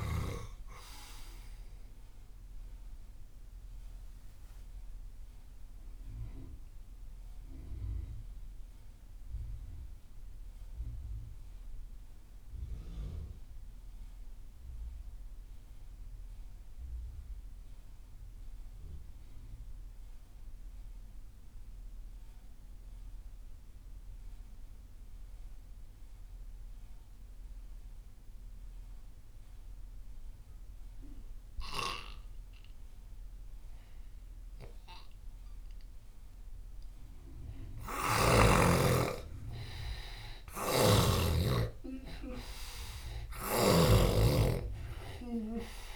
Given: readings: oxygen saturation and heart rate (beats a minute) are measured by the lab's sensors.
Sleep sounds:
breathing in sleep by a room microphone; 1
0.00-17.00 s: oxygen desaturation (device-marked, oxygen 81% lowest)
3.50-36.50 s: mixed apnea (oxygen 97% before, 81% lowest)
32.00-45.96 s: oxygen desaturation (device-marked, oxygen 98% before, 85% lowest)
39.00-43.50 s: arousal
40.00-45.96 s: snoring (device-marked)
From the record:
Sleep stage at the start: N2 (light sleep); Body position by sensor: on the left side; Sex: male

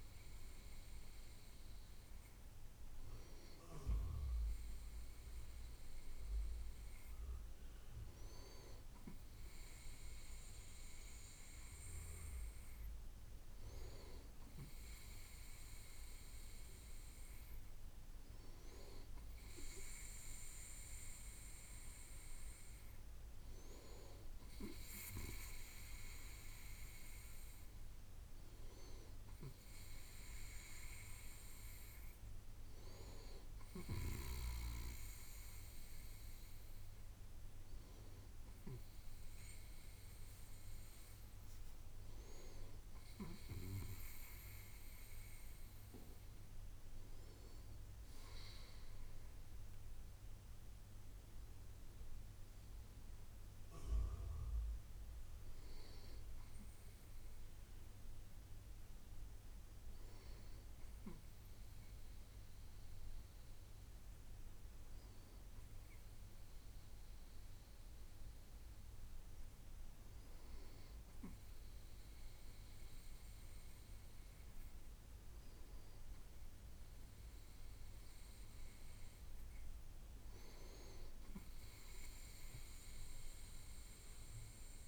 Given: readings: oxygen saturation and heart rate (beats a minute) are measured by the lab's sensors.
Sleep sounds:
breathing in sleep by a room microphone; none
none scored
From the record:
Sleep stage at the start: N2 (light sleep); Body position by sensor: on the right side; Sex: male

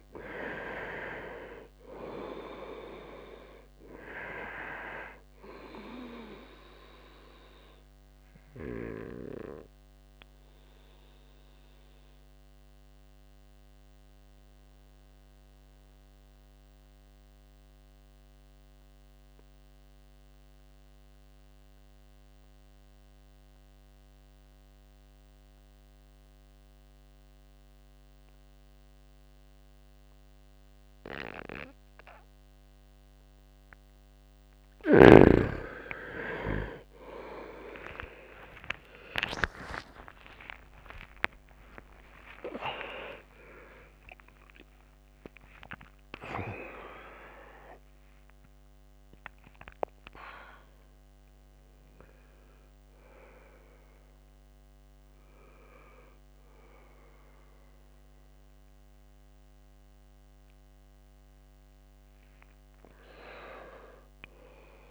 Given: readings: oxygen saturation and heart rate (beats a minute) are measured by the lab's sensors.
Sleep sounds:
breathing in sleep by a microphone on the trachea; 1
0.00-25.00 s: oxygen desaturation (device-marked, oxygen 88% lowest, heart rate 62 extreme)
10.00-34.00 s: obstructive apnea (oxygen 97% before, 88% lowest, heart rate 67 before, 62 extreme)
37.00-63.00 s: oxygen desaturation (device-marked, oxygen 98% before, 90% lowest, heart rate 63 before, 66 extreme)
37.50-42.00 s: arousal
40.50-42.50 s: long interval between heartbeats (device-marked, heart rate 69 before, 135 extreme)
42.50-44.50 s: long interval between heartbeats (device-marked, heart rate 76 before, 148 extreme)
From the record:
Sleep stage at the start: N2 (light sleep); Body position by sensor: on the right side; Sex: male

